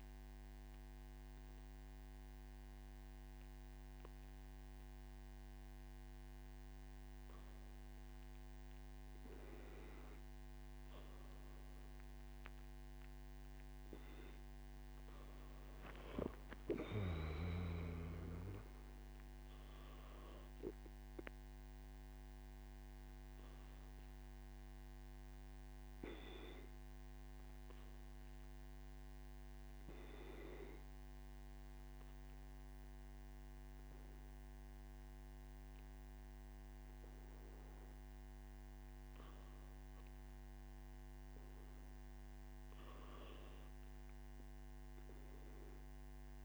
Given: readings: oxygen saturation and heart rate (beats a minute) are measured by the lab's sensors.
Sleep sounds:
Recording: breathing in sleep by a microphone on the trachea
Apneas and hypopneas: none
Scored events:
none scored
From the record:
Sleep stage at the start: N1 (lightest sleep)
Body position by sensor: on the back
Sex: male

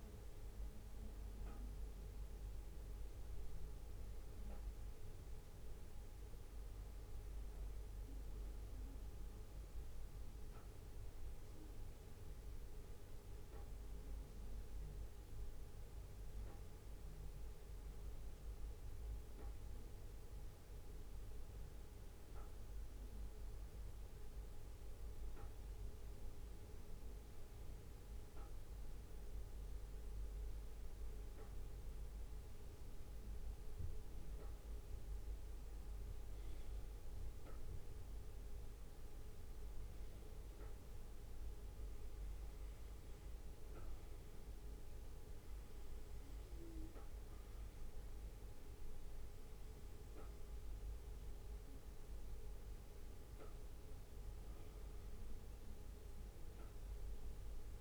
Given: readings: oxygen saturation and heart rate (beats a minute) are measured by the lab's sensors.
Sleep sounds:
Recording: breathing in sleep, hard to hear, by a room microphone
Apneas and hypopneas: 1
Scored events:
0.00-3.00 s: arousal
7.00-31.50 s: obstructive apnea (oxygen 99% before, 96% lowest, heart rate 58 before, 57 extreme, up 2 after)
7.50-29.50 s: bradycardia (device-marked, heart rate 59 before, 57 extreme)
35.00-38.00 s: arousal
35.50-46.50 s: bradycardia (device-marked, heart rate 59 before, 59 extreme)
52.50-57.81 s: bradycardia (device-marked, heart rate 59 before, 58 extreme)
From the record:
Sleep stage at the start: N2 (light sleep)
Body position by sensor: on the back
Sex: male

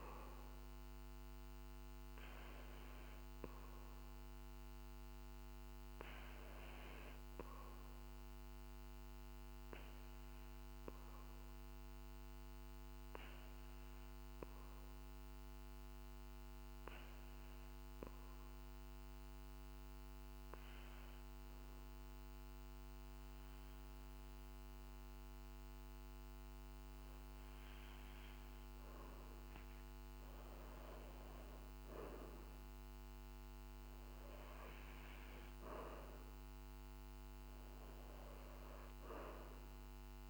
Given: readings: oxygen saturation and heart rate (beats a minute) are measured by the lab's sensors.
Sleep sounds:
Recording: breathing in sleep by a microphone on the trachea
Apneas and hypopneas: 1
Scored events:
3.50-29.50 s: hypopnea (oxygen 95% before, 91% lowest, heart rate 53 before, 48 extreme, up 4 after)
From the record:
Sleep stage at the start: N2 (light sleep)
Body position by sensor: on the back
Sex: male

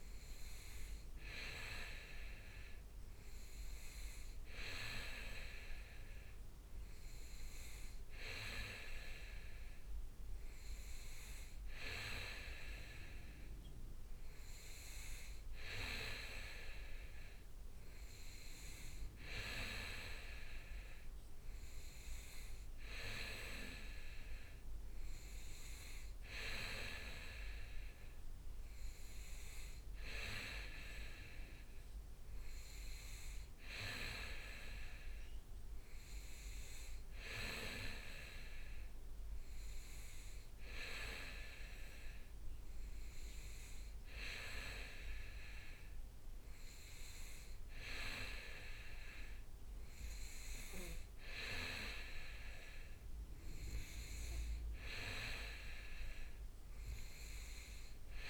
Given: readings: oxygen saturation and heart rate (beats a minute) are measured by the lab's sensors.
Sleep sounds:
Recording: breathing in sleep by a room microphone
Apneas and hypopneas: none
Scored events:
none scored
From the record:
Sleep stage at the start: N2 (light sleep)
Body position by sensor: on the back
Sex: male

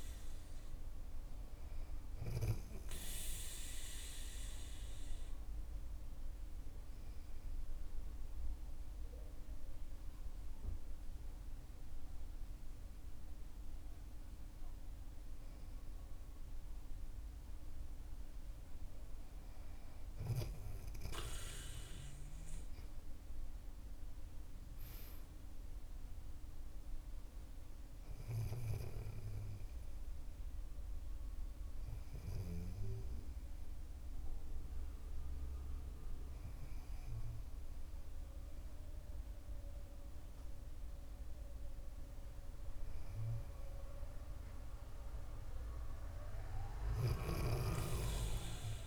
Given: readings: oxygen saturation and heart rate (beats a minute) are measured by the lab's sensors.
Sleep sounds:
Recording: breathing in sleep by a room microphone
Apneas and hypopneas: 1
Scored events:
2.50-17.00 s: hypopnea (oxygen 97% before, 92% lowest, heart rate 53 before, 48 extreme, up 12 after)
21.50-25.00 s: arousal
30.50-43.50 s: oxygen desaturation (device-marked, oxygen 96% before, 92% lowest, heart rate 53 before, 48 extreme)
47.00-48.87 s: snoring (device-marked)
From the record:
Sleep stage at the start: N2 (light sleep)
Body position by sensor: on the back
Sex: male

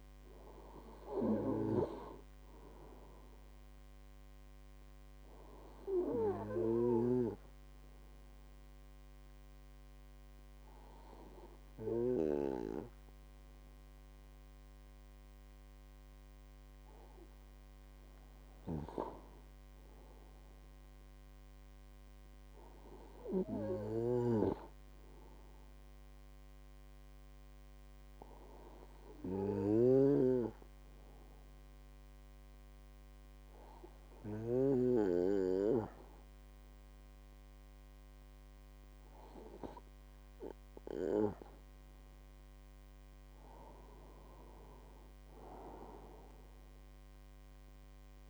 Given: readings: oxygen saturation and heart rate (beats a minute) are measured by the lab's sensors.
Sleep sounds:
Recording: breathing in sleep by a microphone on the trachea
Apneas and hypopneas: 1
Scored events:
6.00-17.50 s: obstructive apnea (oxygen 96% before, 93% lowest, heart rate 55 before, 51 extreme, up 7 after)
21.00-25.00 s: arousal
From the record:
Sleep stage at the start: N2 (light sleep)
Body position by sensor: on the right side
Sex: male

